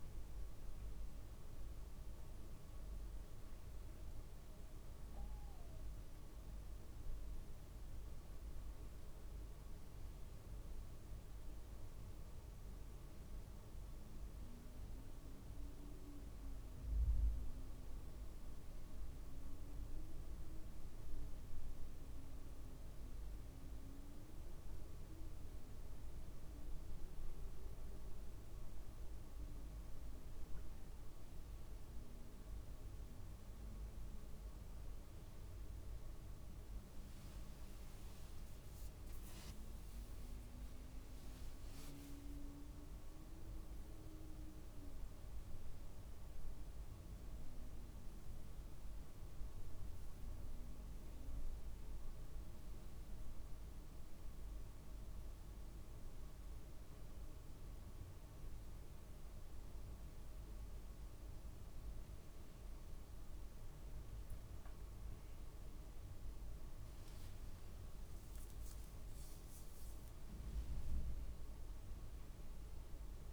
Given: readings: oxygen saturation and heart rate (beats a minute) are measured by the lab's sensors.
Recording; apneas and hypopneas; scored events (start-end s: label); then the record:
a person awake in a sleep study, hard to hear, by a room microphone; none
none scored
From the record:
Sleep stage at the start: awake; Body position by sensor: on the back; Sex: male